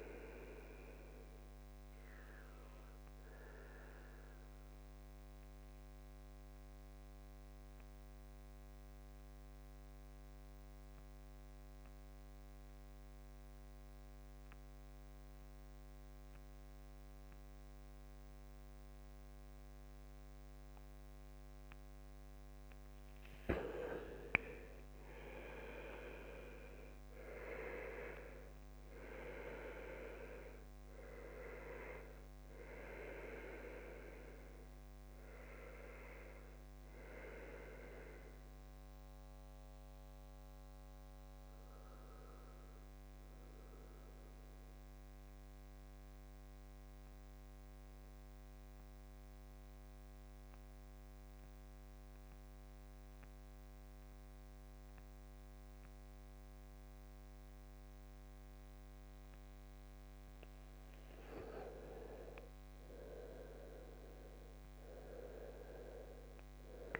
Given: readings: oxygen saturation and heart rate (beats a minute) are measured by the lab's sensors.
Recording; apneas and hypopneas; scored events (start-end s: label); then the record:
breathing in sleep by a microphone on the trachea; 2
0.00-13.00 s: oxygen desaturation (device-marked, oxygen 86% lowest, heart rate 66 extreme)
1.00-22.00 s: mixed apnea (oxygen 98% before, 83% lowest, heart rate 69 before, 66 extreme, up 3 after)
23.50-27.50 s: arousal
25.00-50.00 s: oxygen desaturation (device-marked, oxygen 98% before, 83% lowest, heart rate 68 before, 67 extreme)
38.50-60.50 s: obstructive apnea (oxygen 98% before, 83% lowest, heart rate 69 before, 64 extreme, up 3 after)
62.50-67.00 s: arousal
64.00-67.00 s: oxygen desaturation (device-marked, oxygen 99% before, 88% lowest, heart rate 69 before, 64 extreme)
From the record:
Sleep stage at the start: N2 (light sleep); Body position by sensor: on the back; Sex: male